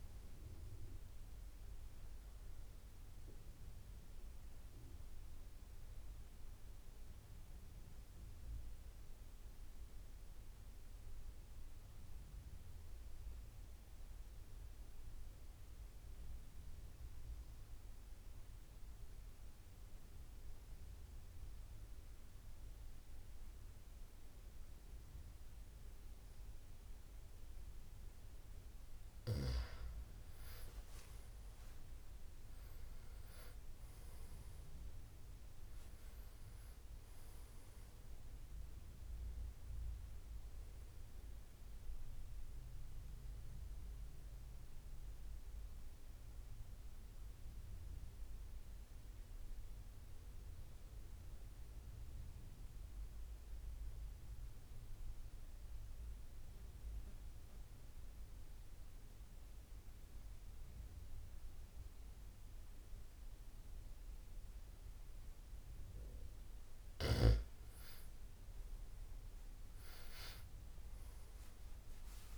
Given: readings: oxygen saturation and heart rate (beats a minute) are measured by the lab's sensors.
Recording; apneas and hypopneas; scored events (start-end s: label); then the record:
breathing in sleep, hard to hear, by a room microphone; 2
0.00-15.00 s: oxygen desaturation (device-marked, oxygen 87% lowest, heart rate 68 extreme)
6.50-28.00 s: obstructive apnea (oxygen 97% before, 86% lowest, heart rate 81 before, 63 extreme, up 14 after)
28.00-56.00 s: oxygen desaturation (device-marked, oxygen 96% before, 86% lowest, heart rate 73 before, 63 extreme)
30.00-34.50 s: arousal
43.50-66.00 s: mixed apnea (oxygen 96% before, 86% lowest, heart rate 83 before, 63 extreme, up 15 after)
68.00-72.38 s: oxygen desaturation (device-marked, oxygen 97% before, 86% lowest, heart rate 72 before, 63 extreme)
69.00-72.38 s: arousal
From the record:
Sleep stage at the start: N2 (light sleep); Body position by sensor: on the back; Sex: male